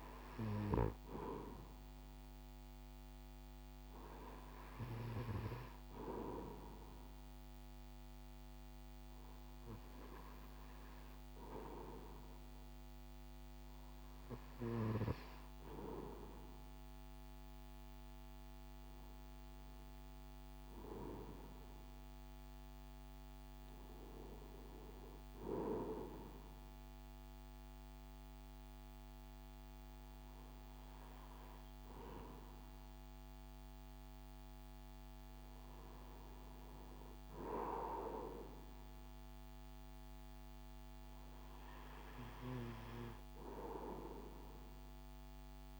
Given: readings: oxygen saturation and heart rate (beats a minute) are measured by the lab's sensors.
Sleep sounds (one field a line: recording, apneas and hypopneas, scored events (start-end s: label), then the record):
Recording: breathing in sleep by a microphone on the trachea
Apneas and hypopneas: none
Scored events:
none scored
From the record:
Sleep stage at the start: REM sleep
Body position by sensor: on the right side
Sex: male